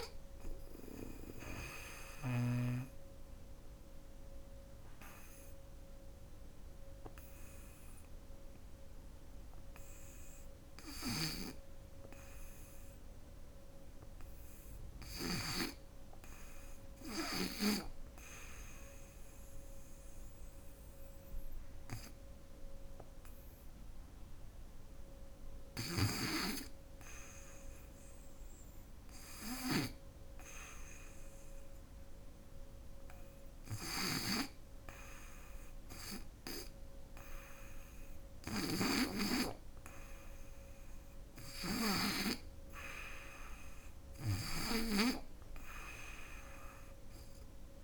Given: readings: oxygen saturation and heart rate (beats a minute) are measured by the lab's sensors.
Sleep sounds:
breathing in sleep by a room microphone; 1
0.00-2.00 s: snoring (device-marked)
0.50-25.00 s: hypopnea (oxygen 99% before, 89% lowest, heart rate 81 before, 64 extreme, up 1 after)
27.50-31.00 s: arousal
33.00-41.50 s: snoring (device-marked)
From the record:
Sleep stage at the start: N2 (light sleep); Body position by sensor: on the back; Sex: female

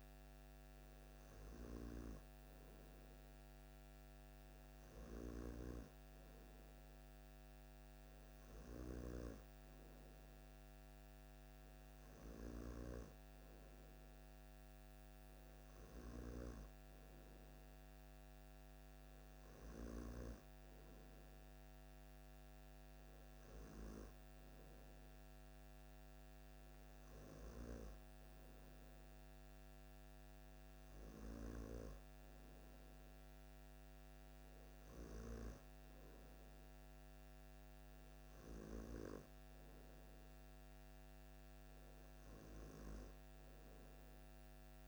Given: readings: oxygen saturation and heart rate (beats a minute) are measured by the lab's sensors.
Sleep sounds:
breathing in sleep by a microphone on the trachea; none
none scored
From the record:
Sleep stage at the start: N2 (light sleep); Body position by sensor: on the back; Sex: male

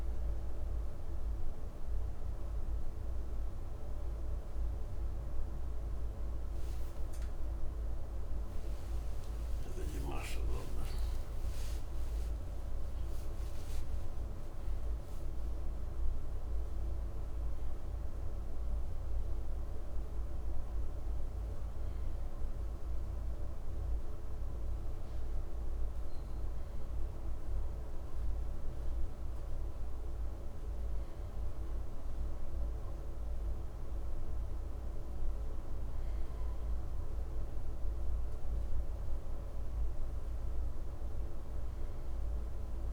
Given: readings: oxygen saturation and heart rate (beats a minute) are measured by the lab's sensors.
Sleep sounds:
breathing in sleep, hard to hear, by a room microphone; none
7.00-13.50 s: arousal
From the record:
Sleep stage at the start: N1 (lightest sleep); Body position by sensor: on the right side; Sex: male

